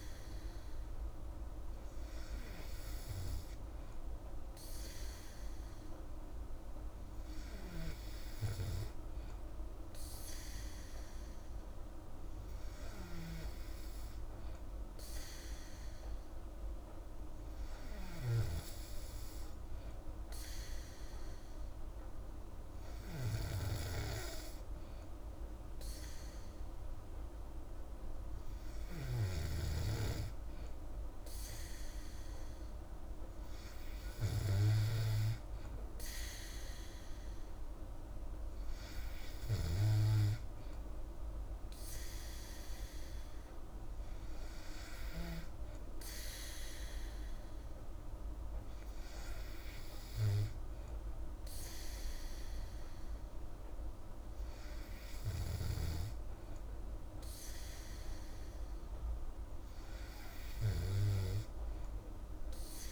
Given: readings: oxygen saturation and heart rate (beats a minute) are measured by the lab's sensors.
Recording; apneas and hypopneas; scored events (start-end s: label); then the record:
breathing in sleep by a room microphone; none
none scored
From the record:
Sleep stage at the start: N2 (light sleep); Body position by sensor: on the back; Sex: female